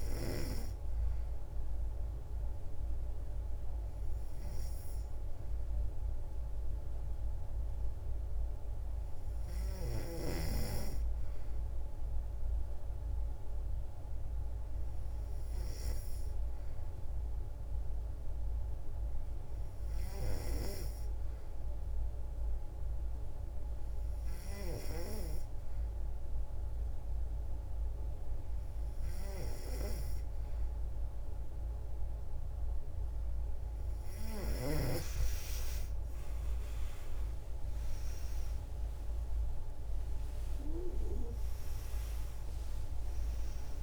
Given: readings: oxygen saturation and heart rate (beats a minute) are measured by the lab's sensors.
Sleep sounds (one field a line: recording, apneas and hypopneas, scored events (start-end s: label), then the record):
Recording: breathing in sleep by a room microphone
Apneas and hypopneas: none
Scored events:
38.00-43.83 s: arousal
From the record:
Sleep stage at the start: N3 (deep sleep)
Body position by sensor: on the back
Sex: female